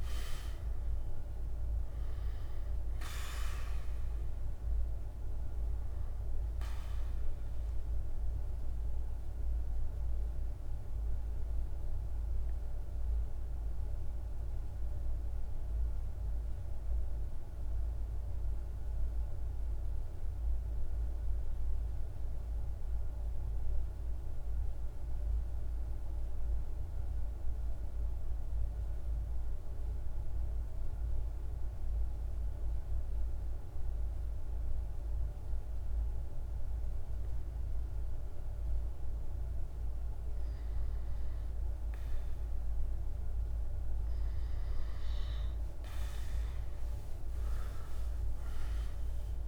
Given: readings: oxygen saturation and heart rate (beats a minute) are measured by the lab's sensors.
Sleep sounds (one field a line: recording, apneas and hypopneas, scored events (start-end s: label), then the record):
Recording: breathing in sleep, hard to hear, by a room microphone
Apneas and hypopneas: 1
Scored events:
0.00-17.00 s: oxygen desaturation (device-marked, oxygen 88% lowest, heart rate 28 extreme)
7.50-43.50 s: mixed apnea (oxygen 98% before, 88% lowest, heart rate 44 before, 38 extreme, up 0 after)
34.00-49.48 s: oxygen desaturation (device-marked, oxygen 99% before, 89% lowest, heart rate 48 before, 38 extreme)
46.00-49.48 s: arousal
From the record:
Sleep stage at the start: N2 (light sleep)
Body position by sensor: on the back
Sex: male